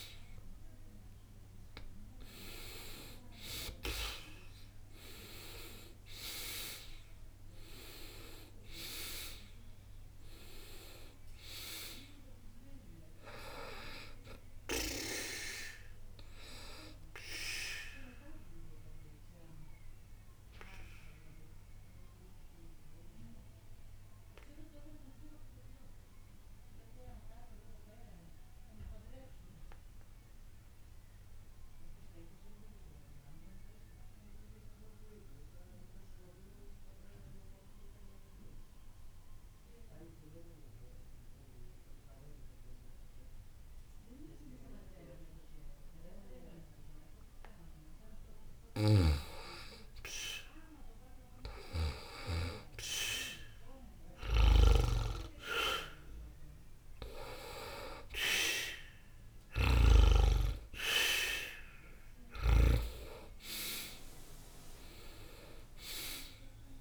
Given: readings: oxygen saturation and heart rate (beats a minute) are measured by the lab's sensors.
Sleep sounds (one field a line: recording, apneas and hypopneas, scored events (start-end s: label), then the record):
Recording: breathing in sleep by a room microphone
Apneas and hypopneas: 1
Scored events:
0.00-1.50 s: arousal
0.00-39.50 s: oxygen desaturation (device-marked, oxygen 81% lowest, heart rate 60 extreme)
19.50-48.50 s: obstructive apnea (oxygen 97% before, 81% lowest, heart rate 61 before, 60 extreme, up 0 after)
50.00-54.50 s: arousal
54.50-66.81 s: oxygen desaturation (device-marked, oxygen 98% before, 82% lowest, heart rate 60 before, 60 extreme)
From the record:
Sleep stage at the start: N2 (light sleep)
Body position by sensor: on the back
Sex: male